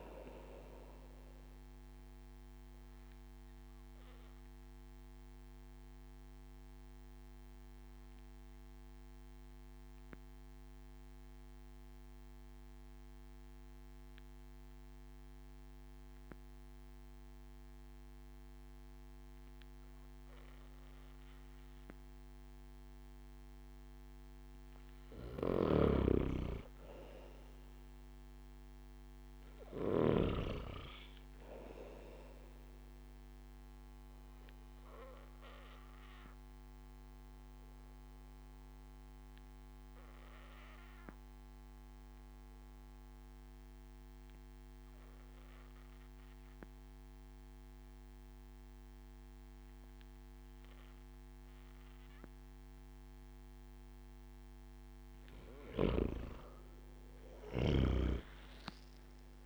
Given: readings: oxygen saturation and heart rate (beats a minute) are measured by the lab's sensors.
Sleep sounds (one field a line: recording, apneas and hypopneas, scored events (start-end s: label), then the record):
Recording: breathing in sleep by a microphone on the trachea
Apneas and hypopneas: 2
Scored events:
0.00-16.50 s: oxygen desaturation (device-marked, oxygen 92% lowest)
3.00-24.50 s: obstructive apnea (oxygen 97% before, 92% lowest)
25.50-30.00 s: snoring (device-marked)
26.00-29.50 s: arousal
27.50-47.50 s: oxygen desaturation (device-marked, oxygen 97% before, 93% lowest)
36.00-54.50 s: obstructive apnea (oxygen 97% before, 93% lowest)
55.50-59.46 s: arousal
From the record:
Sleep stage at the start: N2 (light sleep)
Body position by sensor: on the back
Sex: male